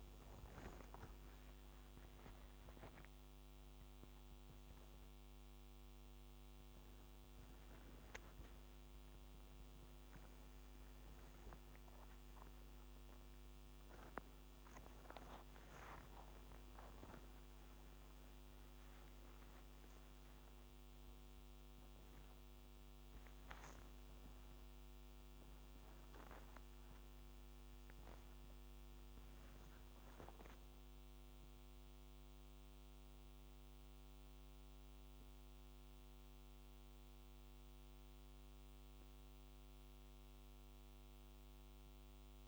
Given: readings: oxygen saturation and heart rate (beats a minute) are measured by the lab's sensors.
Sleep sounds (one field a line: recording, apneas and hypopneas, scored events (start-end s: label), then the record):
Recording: a person awake in a sleep study, by a microphone on the trachea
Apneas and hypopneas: none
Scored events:
none scored
From the record:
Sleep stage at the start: awake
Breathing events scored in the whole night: 119 in 5.0 hours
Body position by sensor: on the back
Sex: female